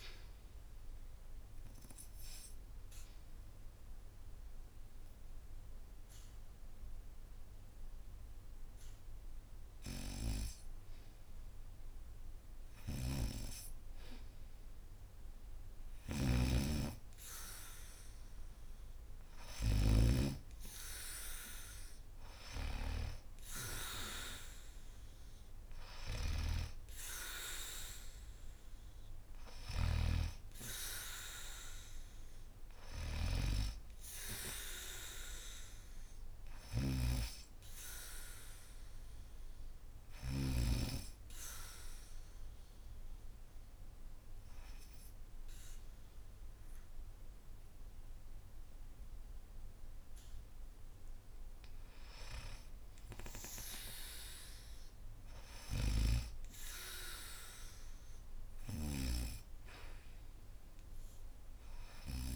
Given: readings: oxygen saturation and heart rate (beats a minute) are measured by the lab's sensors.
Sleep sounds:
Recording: breathing in sleep by a room microphone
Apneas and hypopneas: 2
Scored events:
0.00-20.50 s: oxygen desaturation (device-marked, oxygen 87% lowest, heart rate 70 extreme)
0.50-11.50 s: obstructive apnea (oxygen 98% before, 85% lowest, heart rate 77 before, 70 extreme, up 2 after)
13.50-16.50 s: arousal
15.50-40.00 s: snoring (device-marked)
26.50-40.50 s: oxygen desaturation (device-marked, oxygen 91% before, 85% lowest, heart rate 73 before, 81 extreme)
39.00-51.50 s: hypopnea (oxygen 92% before, 92% lowest, heart rate 81 before, 80 extreme, up 2 after)
53.00-57.00 s: arousal
55.00-58.50 s: snoring (device-marked)
57.50-62.36 s: oxygen desaturation (device-marked, oxygen 98% before, 92% lowest, heart rate 82 before, 73 extreme)
From the record:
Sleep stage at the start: N2 (light sleep)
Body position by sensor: on the back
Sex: female

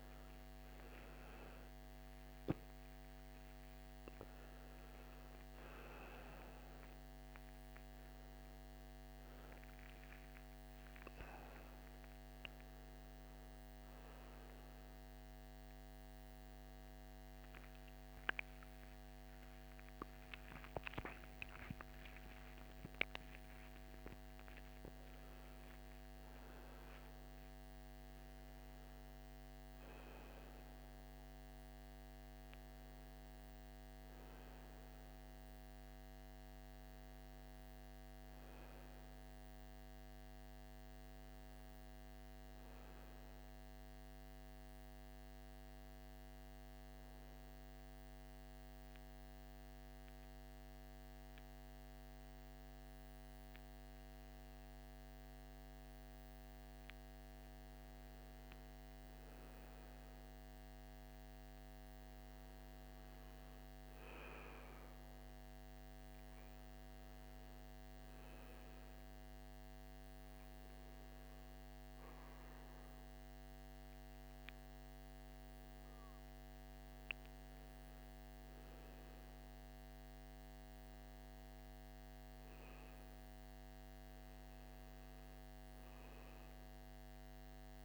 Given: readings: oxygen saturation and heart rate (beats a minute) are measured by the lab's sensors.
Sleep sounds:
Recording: a person partly awake in a sleep study, hard to hear, by a microphone on the trachea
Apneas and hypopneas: 1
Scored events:
27.50-57.50 s: new sleep stage, N1 (lightest sleep)
42.00-54.00 s: obstructive apnea (oxygen 98% before, 95% lowest, heart rate 68 before, 54 extreme, up 3 after)
55.50-59.00 s: arousal
57.50-87.85 s: new sleep stage, N2 (light sleep)
From the record:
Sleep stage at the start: awake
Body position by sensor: on the right side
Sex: male

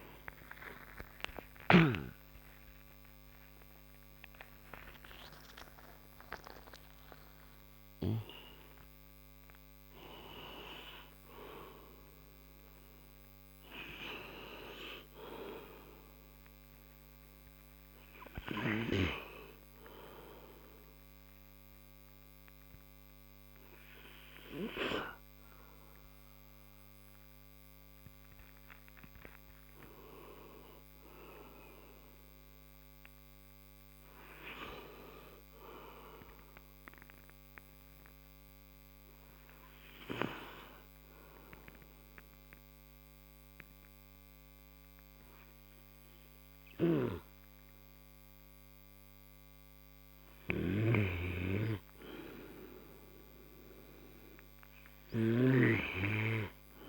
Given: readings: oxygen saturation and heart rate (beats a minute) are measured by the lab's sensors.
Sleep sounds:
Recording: breathing in sleep by a microphone on the trachea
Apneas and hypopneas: none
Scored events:
0.00-4.50 s: tachycardia (device-marked)
2.50-8.50 s: arousal
5.50-10.50 s: tachycardia (device-marked)
47.50-56.89 s: new sleep stage, N2 (light sleep)
51.00-55.00 s: arousal
55.50-56.89 s: snoring (device-marked)
From the record:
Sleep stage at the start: N3 (deep sleep)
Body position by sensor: on the right side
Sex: male

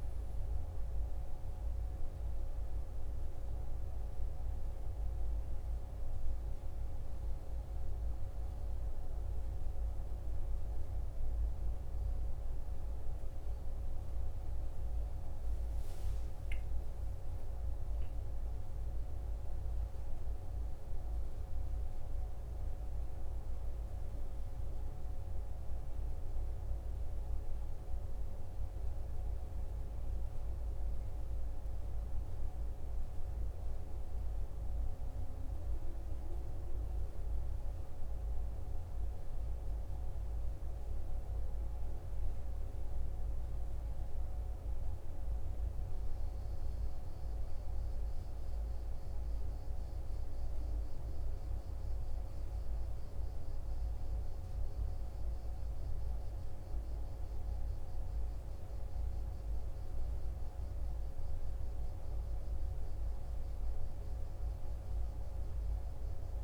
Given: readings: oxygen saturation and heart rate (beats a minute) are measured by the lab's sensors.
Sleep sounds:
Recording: a person awake in a sleep study, hard to hear, by a room microphone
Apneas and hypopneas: none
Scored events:
none scored
From the record:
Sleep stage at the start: awake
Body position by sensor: on the right side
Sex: male

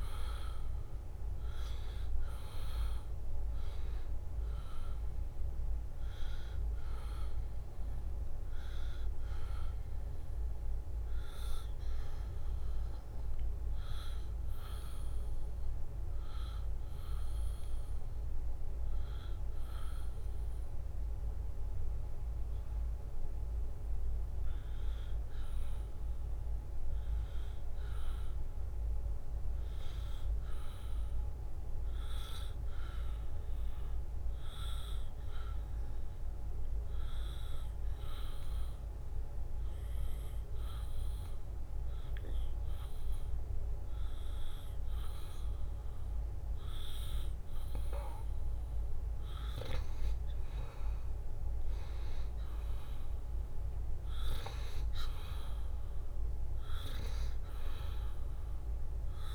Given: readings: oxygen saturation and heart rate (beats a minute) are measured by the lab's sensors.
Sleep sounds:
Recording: breathing in sleep, hard to hear, by a room microphone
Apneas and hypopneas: 2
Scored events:
9.50-20.00 s: hypopnea (oxygen 94% before, 91% lowest, heart rate 72 before, 70 extreme, up 1 after)
22.50-27.00 s: arousal
34.50-50.00 s: hypopnea (oxygen 94% before, 89% lowest, heart rate 72 before, 71 extreme, up 0 after)
52.50-56.50 s: arousal
From the record:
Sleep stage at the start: N2 (light sleep)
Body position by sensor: on the back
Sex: male

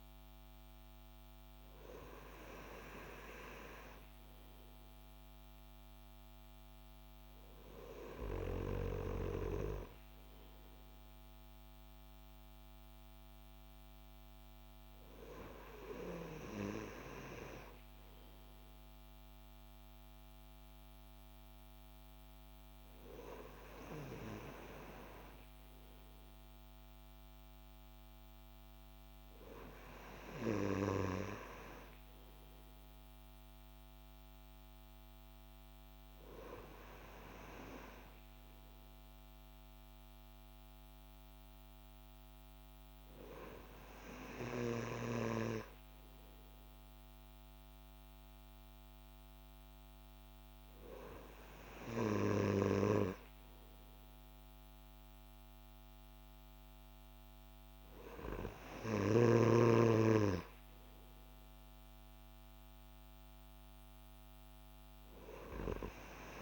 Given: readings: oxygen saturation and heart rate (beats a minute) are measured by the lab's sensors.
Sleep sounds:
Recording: breathing in sleep by a microphone on the trachea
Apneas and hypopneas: none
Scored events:
none scored
From the record:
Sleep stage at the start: N2 (light sleep)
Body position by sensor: on the back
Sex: male

